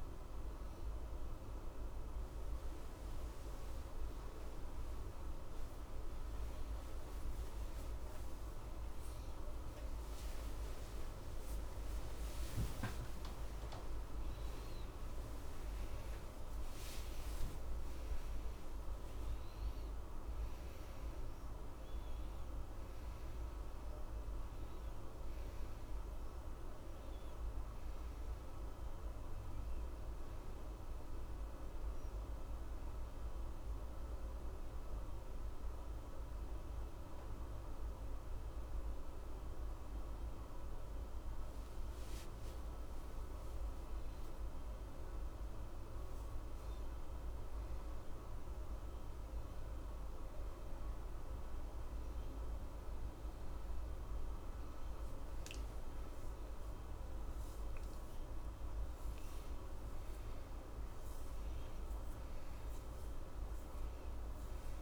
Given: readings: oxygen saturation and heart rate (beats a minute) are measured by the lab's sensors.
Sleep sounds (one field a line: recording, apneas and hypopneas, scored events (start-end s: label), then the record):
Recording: breathing in sleep, hard to hear, by a room microphone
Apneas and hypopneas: 1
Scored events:
9.50-16.00 s: arousal
30.00-41.00 s: hypopnea (oxygen 95% before, 91% lowest, heart rate 76 before, 64 extreme, up 0 after)
42.00-45.50 s: arousal
From the record:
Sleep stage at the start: N1 (lightest sleep)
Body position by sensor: on the back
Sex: male